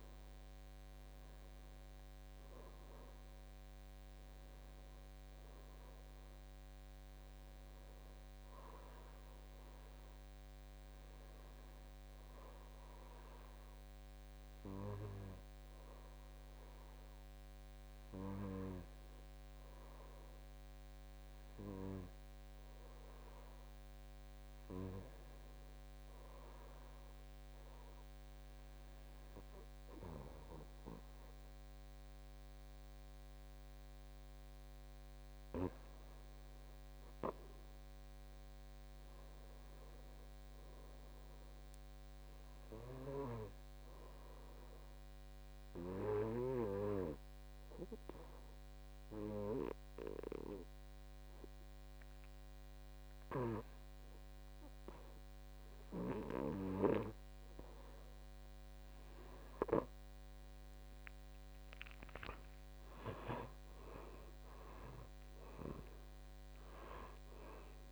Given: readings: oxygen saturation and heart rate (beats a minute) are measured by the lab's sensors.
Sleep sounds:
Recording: breathing in sleep by a microphone on the trachea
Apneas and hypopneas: 2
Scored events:
0.00-12.50 s: oxygen desaturation (device-marked, oxygen 86% lowest, heart rate 52 extreme)
13.00-34.00 s: hypopnea (oxygen 96% before, 92% lowest, heart rate 60 before, 53 extreme, up 3 after)
36.50-39.50 s: arousal
42.50-60.50 s: oxygen desaturation (device-marked, oxygen 97% before, 94% lowest, heart rate 56 before, 54 extreme)
44.50-55.00 s: obstructive apnea (oxygen 98% before, 92% lowest, heart rate 56 before, 54 extreme, up 5 after)
63.50-67.92 s: arousal
From the record:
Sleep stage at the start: N2 (light sleep)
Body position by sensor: on the back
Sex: male

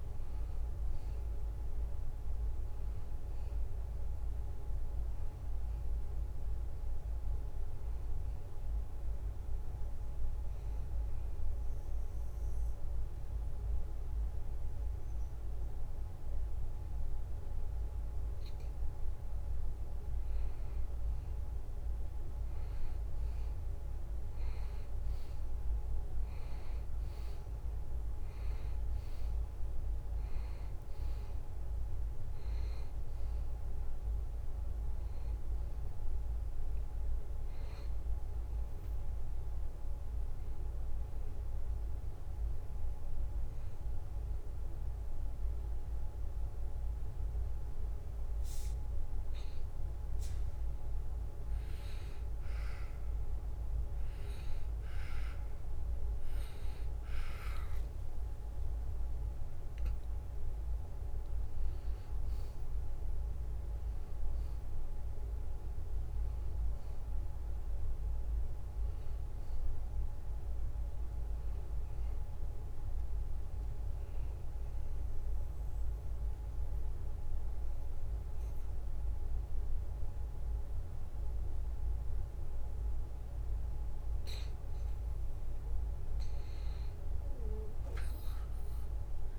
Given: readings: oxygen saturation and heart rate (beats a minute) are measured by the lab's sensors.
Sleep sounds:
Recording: breathing in sleep, hard to hear, by a room microphone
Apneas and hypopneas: 3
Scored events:
3.50-17.50 s: oxygen desaturation (device-marked, oxygen 95% before, 91% lowest, heart rate 75 before, 70 extreme)
10.00-20.50 s: obstructive apnea (oxygen 95% before, 89% lowest, heart rate 75 before, 70 extreme, up 0 after)
23.00-27.50 s: arousal
32.50-49.50 s: oxygen desaturation (device-marked, oxygen 94% before, 89% lowest, heart rate 72 before, 71 extreme)
43.50-58.00 s: hypopnea (oxygen 94% before, 89% lowest, heart rate 74 before, 70 extreme, up 7 after)
60.00-63.50 s: arousal
60.50-75.50 s: oxygen desaturation (device-marked, oxygen 95% before, 91% lowest, heart rate 73 before, 69 extreme)
74.00-84.50 s: obstructive apnea (oxygen 95% before, 89% lowest, heart rate 75 before, 69 extreme, up 2 after)
From the record:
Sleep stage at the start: N2 (light sleep)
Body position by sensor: on the back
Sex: male

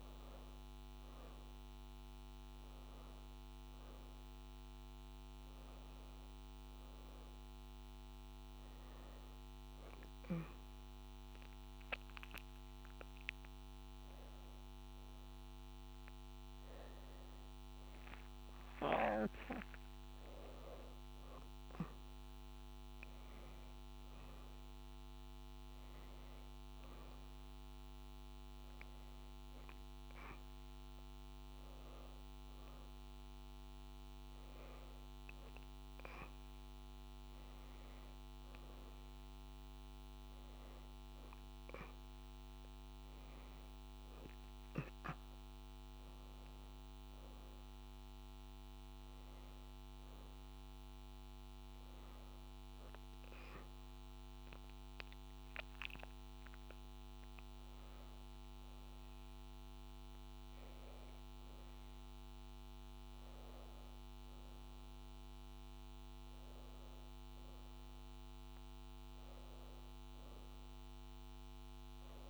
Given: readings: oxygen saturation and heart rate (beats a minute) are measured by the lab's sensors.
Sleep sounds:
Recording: a person awake in a sleep study, hard to hear, by a microphone on the trachea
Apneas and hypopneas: none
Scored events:
none scored
From the record:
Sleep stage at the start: awake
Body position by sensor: on the back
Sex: female

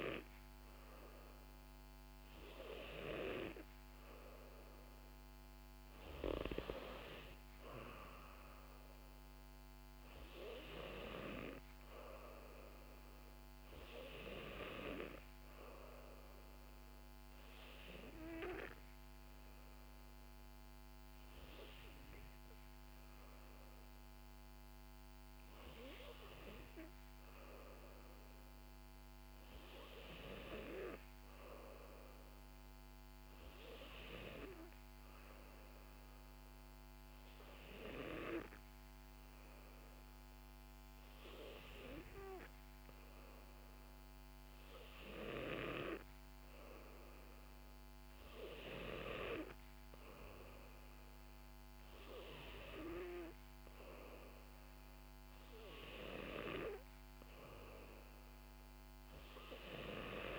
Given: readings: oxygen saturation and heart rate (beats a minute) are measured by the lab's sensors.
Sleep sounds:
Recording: breathing in sleep by a microphone on the trachea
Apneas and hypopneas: none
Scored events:
none scored
From the record:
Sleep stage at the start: N2 (light sleep)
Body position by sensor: on the back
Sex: female

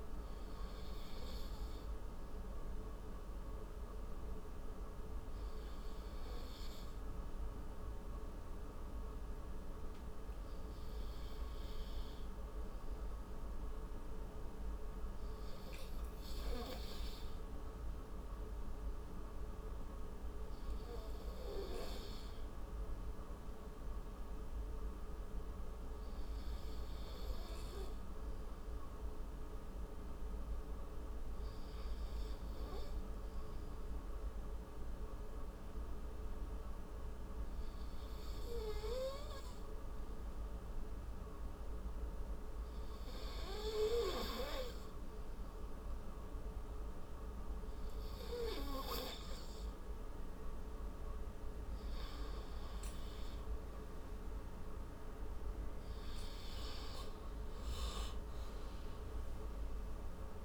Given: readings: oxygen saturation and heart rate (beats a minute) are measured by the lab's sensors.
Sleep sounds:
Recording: breathing in sleep by a room microphone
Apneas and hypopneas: none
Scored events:
0.00-4.00 s: tachycardia (device-marked, heart rate 38 before, 118 extreme)
From the record:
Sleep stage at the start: N2 (light sleep)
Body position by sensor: on the right side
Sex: male

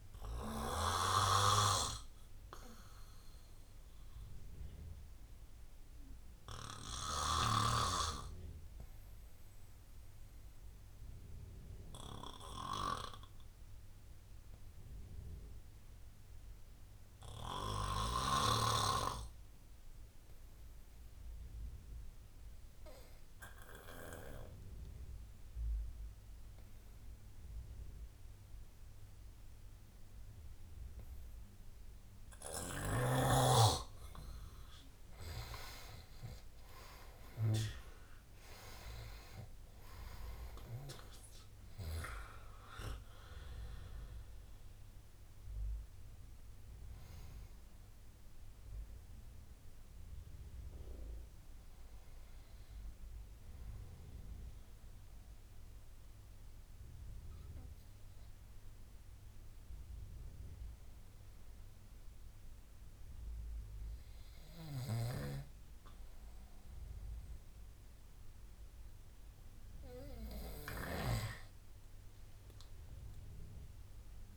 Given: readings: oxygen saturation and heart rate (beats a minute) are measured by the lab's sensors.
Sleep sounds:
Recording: breathing in sleep by a room microphone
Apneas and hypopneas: 1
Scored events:
0.00-15.50 s: oxygen desaturation (device-marked, oxygen 90% lowest, heart rate 68 extreme)
5.00-32.50 s: obstructive apnea (oxygen 97% before, 87% lowest, heart rate 81 before, 73 extreme, up 13 after)
29.50-71.50 s: oxygen desaturation (device-marked, oxygen 98% before, 87% lowest, heart rate 78 before, 70 extreme)
35.50-39.00 s: arousal
From the record:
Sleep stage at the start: N2 (light sleep)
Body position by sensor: on the right side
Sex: male

